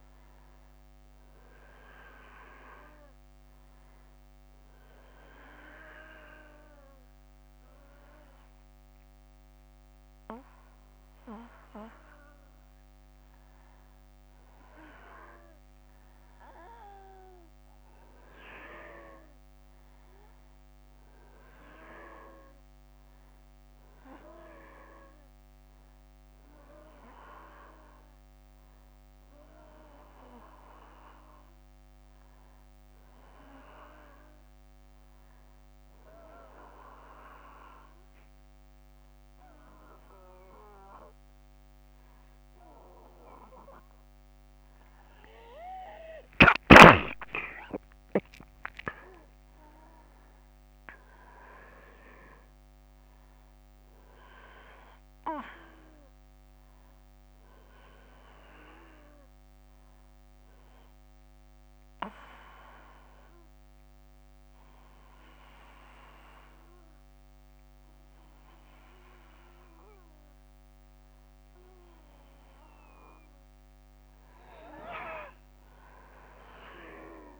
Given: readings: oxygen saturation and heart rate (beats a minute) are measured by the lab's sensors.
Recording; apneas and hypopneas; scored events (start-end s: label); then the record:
breathing in sleep by a microphone on the trachea; 3
3.00-14.50 s: obstructive apnea (oxygen 96% before, 93% lowest, heart rate 69 before, 67 extreme, up 4 after)
16.50-20.50 s: arousal
34.00-44.00 s: obstructive apnea (oxygen 96% before, 93% lowest, heart rate 70 before, 64 extreme, up 15 after)
46.00-50.00 s: arousal
59.50-72.50 s: obstructive apnea (oxygen 96% before, 92% lowest, heart rate 73 before, 64 extreme, up 6 after)
75.50-77.39 s: arousal
From the record:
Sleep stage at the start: N1 (lightest sleep); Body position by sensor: on the back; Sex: male